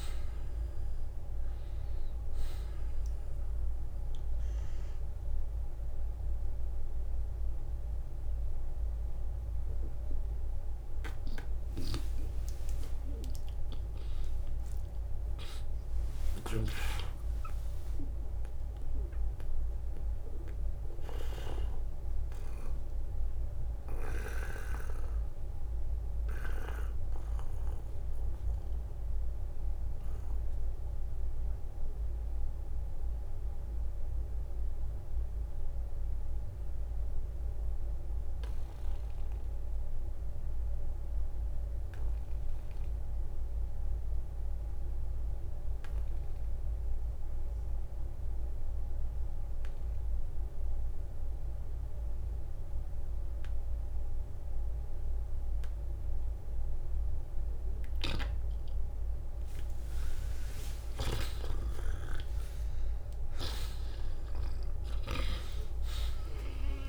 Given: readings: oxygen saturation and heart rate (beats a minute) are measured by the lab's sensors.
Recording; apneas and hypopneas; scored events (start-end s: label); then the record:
breathing in sleep by a room microphone; 1
0.00-38.00 s: oxygen desaturation (device-marked, oxygen 79% lowest, heart rate 42 extreme)
12.00-15.50 s: arousal
18.00-57.00 s: obstructive apnea (oxygen 93% before, 79% lowest, heart rate 68 before, 42 extreme, up 14 after)
22.00-24.00 s: long interval between heartbeats (device-marked, heart rate 62 before, 54 extreme)
26.00-66.89 s: new sleep stage, N2 (light sleep)
49.00-51.00 s: long interval between heartbeats (device-marked, heart rate 51 before, 51 extreme)
55.00-66.89 s: oxygen desaturation (device-marked, oxygen 96% before, 79% lowest, heart rate 49 before, 48 extreme)
60.50-65.00 s: arousal
From the record:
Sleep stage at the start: N1 (lightest sleep); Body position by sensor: on the back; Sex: male